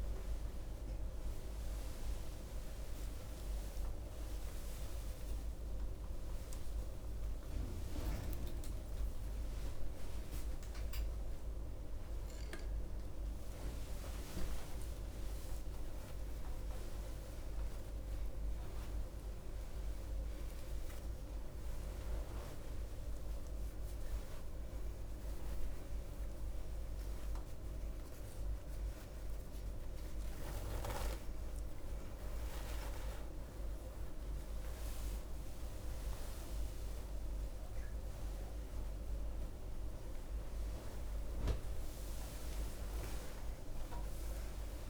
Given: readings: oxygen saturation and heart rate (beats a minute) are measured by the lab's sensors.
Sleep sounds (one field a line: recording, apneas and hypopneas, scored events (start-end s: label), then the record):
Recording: a person awake in a sleep study, hard to hear, by a room microphone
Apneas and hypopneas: none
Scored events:
none scored
From the record:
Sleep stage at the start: awake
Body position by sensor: on the right side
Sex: female